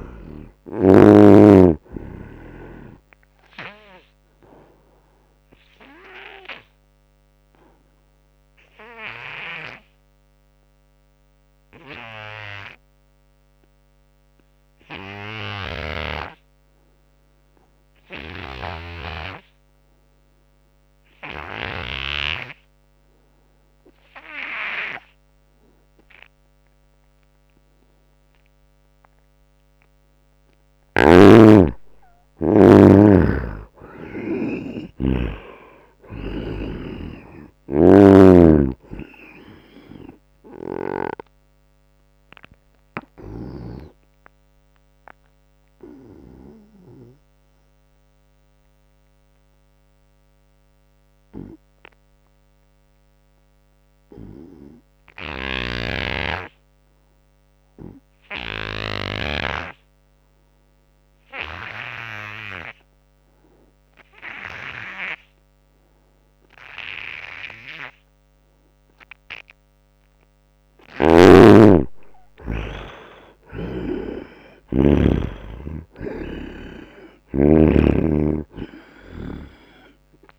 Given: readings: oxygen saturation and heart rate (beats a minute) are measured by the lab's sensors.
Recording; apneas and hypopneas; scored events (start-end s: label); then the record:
breathing in sleep by a microphone on the trachea; 2
0.00-21.00 s: oxygen desaturation (device-marked, oxygen 75% lowest, heart rate 75 extreme)
4.50-29.00 s: obstructive apnea (oxygen 97% before, 72% lowest, heart rate 80 before, 75 extreme, up 5 after)
15.50-22.00 s: snoring (device-marked)
26.00-54.00 s: oxygen desaturation (device-marked, oxygen 96% before, 75% lowest, heart rate 83 before, 72 extreme)
31.50-35.00 s: arousal
33.00-36.50 s: snoring (device-marked)
41.00-68.00 s: obstructive apnea (oxygen 96% before, 72% lowest, heart rate 80 before, 72 extreme, up 0 after)
55.00-59.00 s: snoring (device-marked)
59.00-80.38 s: oxygen desaturation (device-marked, oxygen 97% before, 72% lowest, heart rate 88 before, 72 extreme)
69.50-74.00 s: arousal
From the record:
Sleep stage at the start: N2 (light sleep); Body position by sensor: on the right side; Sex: male